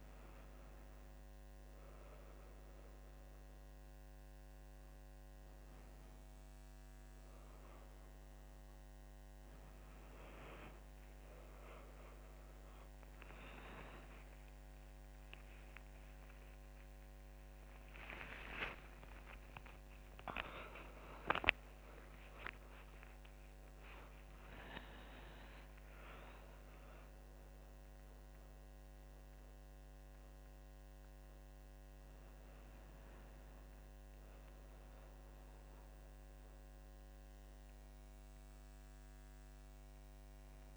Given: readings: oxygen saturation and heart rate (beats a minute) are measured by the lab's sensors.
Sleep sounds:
a person awake in a sleep study, by a microphone on the trachea; none
20.00-22.00 s: long interval between heartbeats (device-marked, heart rate 60 before, 72 extreme)
From the record:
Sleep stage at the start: awake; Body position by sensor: on the back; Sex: female

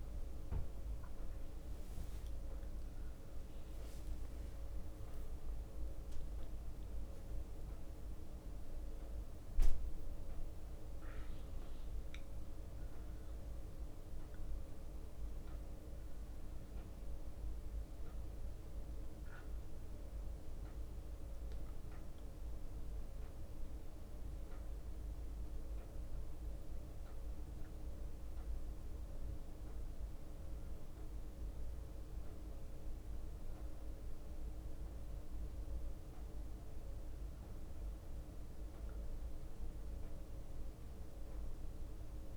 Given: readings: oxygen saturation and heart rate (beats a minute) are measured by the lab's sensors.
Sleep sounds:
a person awake in a sleep study, hard to hear, by a room microphone; none
2.00-3.00 s: leg movement (device-marked)
11.00-29.00 s: drop in pulse transit time (device-marked, heart rate 62 before, 61 extreme)
From the record:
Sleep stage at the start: awake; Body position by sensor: on the back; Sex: male

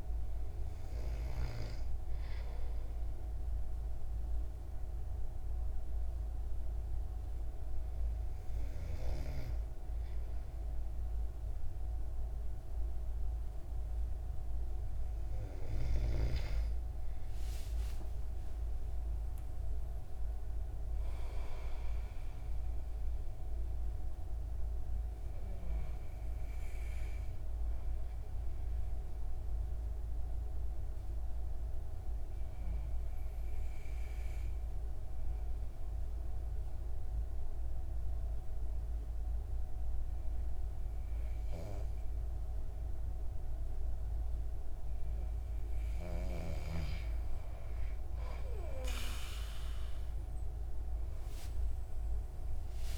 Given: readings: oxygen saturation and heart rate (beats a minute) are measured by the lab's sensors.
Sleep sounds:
breathing in sleep by a room microphone; 2
0.00-11.00 s: oxygen desaturation (device-marked, oxygen 92% lowest, heart rate 59 extreme)
3.50-15.00 s: hypopnea (oxygen 97% before, 91% lowest, heart rate 80 before, 62 extreme, up 14 after)
18.00-21.50 s: arousal
24.50-45.50 s: obstructive apnea (oxygen 97% before, 91% lowest, heart rate 71 before, 66 extreme, up 20 after)
49.00-52.98 s: oxygen desaturation (device-marked, oxygen 96% before, 91% lowest, heart rate 69 before, 52 extreme)
51.50-52.98 s: arousal
From the record:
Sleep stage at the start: N2 (light sleep); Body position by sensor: on the back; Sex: male

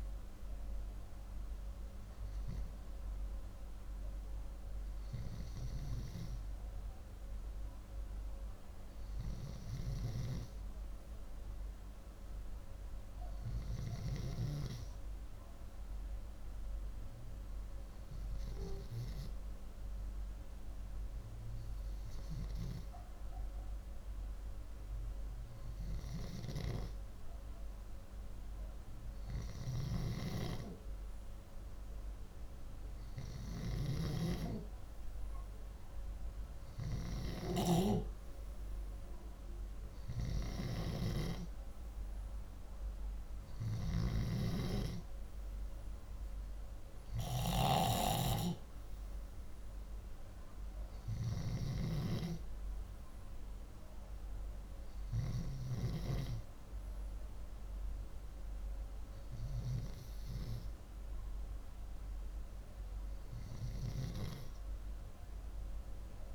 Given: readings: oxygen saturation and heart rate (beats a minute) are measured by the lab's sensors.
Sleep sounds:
breathing in sleep by a room microphone; 1
16.50-27.50 s: hypopnea (oxygen 96% before, 93% lowest, heart rate 91 before, 37 extreme, up 56 after)
29.00-37.00 s: snoring (device-marked)
31.00-35.00 s: arousal
43.00-55.50 s: snoring (device-marked)
From the record:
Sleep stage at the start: N2 (light sleep); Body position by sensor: upright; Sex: male

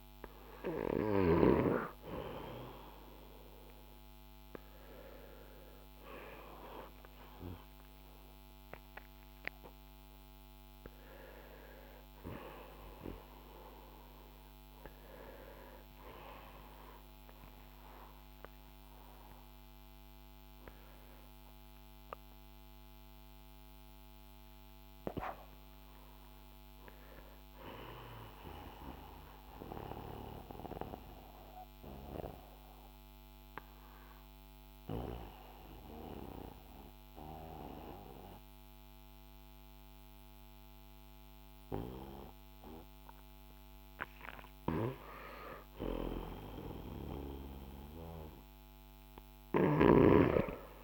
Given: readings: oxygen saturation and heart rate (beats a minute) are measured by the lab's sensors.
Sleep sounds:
breathing in sleep by a microphone on the trachea; 1
0.50-4.50 s: arousal
18.50-23.00 s: arousal
28.50-44.50 s: obstructive apnea (oxygen 96% before, 91% lowest, heart rate 59 before, 40 extreme)
From the record:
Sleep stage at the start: N2 (light sleep); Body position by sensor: on the back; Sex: male

